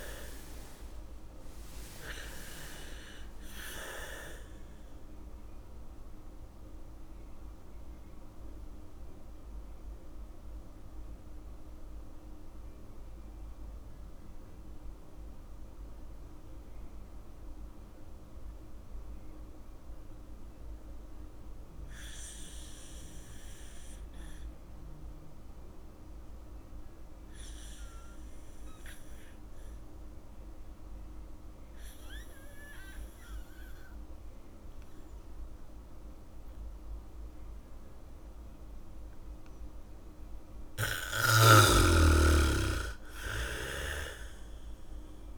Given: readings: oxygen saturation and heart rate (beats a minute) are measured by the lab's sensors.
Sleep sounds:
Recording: breathing in sleep by a room microphone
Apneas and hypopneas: 1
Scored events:
0.00-1.50 s: arousal
0.00-20.50 s: oxygen desaturation (device-marked, oxygen 74% lowest, heart rate 49 extreme)
7.00-41.00 s: mixed apnea (oxygen 100% before, 72% lowest, heart rate 65 before, 50 extreme, up 4 after)
26.50-45.38 s: oxygen desaturation (device-marked, oxygen 100% before, 72% lowest, heart rate 76 before, 50 extreme)
36.50-45.38 s: bradycardia (device-marked, heart rate 70 before, 52 extreme)
42.00-45.38 s: snoring (device-marked)
42.50-45.38 s: arousal
From the record:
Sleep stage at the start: N2 (light sleep)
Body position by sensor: on the back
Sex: female

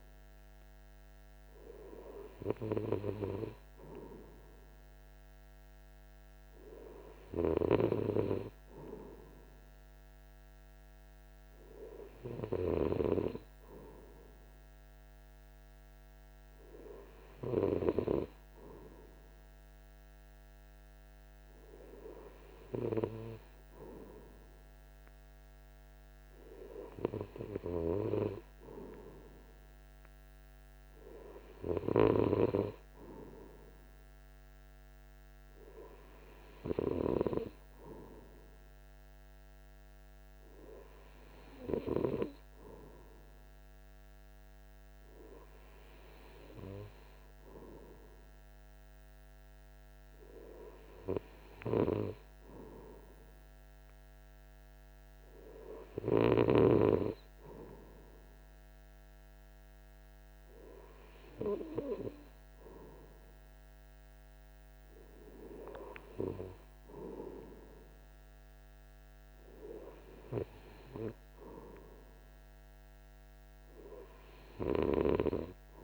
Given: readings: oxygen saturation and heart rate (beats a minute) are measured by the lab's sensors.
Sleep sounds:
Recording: breathing in sleep by a microphone on the trachea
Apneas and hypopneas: none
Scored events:
none scored
From the record:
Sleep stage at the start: N2 (light sleep)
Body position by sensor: on the right side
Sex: male

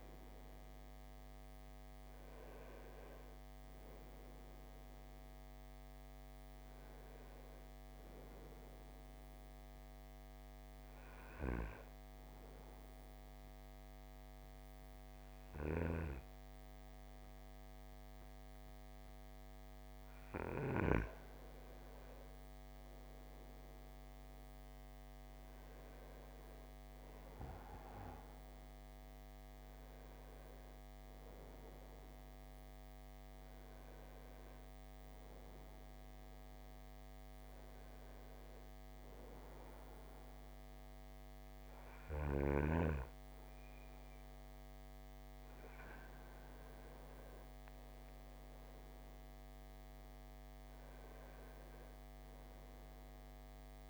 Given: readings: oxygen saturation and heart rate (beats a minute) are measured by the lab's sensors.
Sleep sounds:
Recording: breathing in sleep by a microphone on the trachea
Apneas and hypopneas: 1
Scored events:
0.00-15.50 s: oxygen desaturation (device-marked, oxygen 85% lowest, heart rate 54 extreme)
12.00-22.00 s: obstructive apnea (oxygen 94% before, 86% lowest, heart rate 85 before, 54 extreme, up 6 after)
25.00-29.50 s: arousal
From the record:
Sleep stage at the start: N2 (light sleep)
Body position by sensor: on the right side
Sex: male

